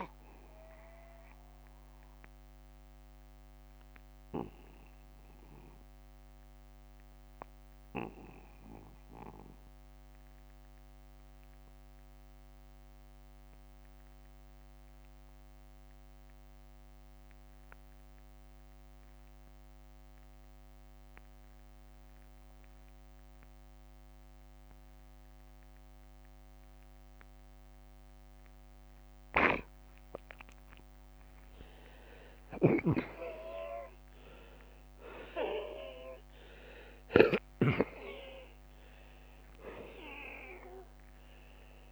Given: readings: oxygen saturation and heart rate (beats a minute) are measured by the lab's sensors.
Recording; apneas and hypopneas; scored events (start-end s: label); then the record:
breathing in sleep by a microphone on the trachea; 1
2.00-30.00 s: obstructive apnea (oxygen 95% before, 76% lowest, heart rate 51 before, 47 extreme, up 26 after)
5.50-17.50 s: oxygen desaturation (device-marked, oxygen 95% before, 89% lowest, heart rate 50 before, 47 extreme)
29.50-40.50 s: oxygen desaturation (device-marked, oxygen 92% before, 88% lowest, heart rate 54 before, 51 extreme)
31.00-36.50 s: arousal
32.00-37.00 s: snoring (device-marked)
36.00-38.00 s: long interval between heartbeats (device-marked, heart rate 55 before, 73 extreme)
From the record:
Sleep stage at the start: N2 (light sleep); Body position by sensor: on the back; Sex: male